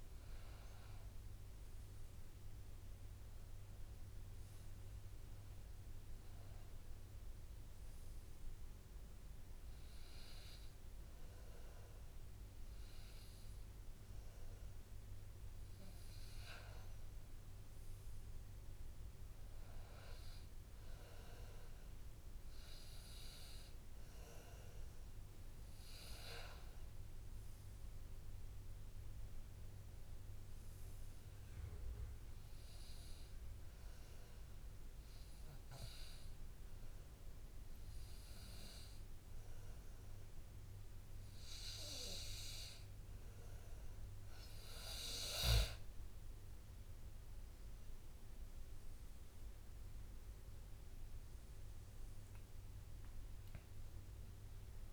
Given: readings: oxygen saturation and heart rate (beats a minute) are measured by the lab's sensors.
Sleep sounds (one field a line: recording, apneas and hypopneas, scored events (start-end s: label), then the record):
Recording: breathing in sleep by a room microphone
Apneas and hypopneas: 1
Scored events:
34.00-46.00 s: obstructive apnea (oxygen 97% before, 94% lowest, heart rate 67 before, 68 extreme, up 6 after)
48.50-53.00 s: arousal
50.00-54.92 s: oxygen desaturation (device-marked, oxygen 97% before, 94% lowest, heart rate 69 before, 65 extreme)
From the record:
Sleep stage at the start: N2 (light sleep)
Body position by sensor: on the back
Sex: male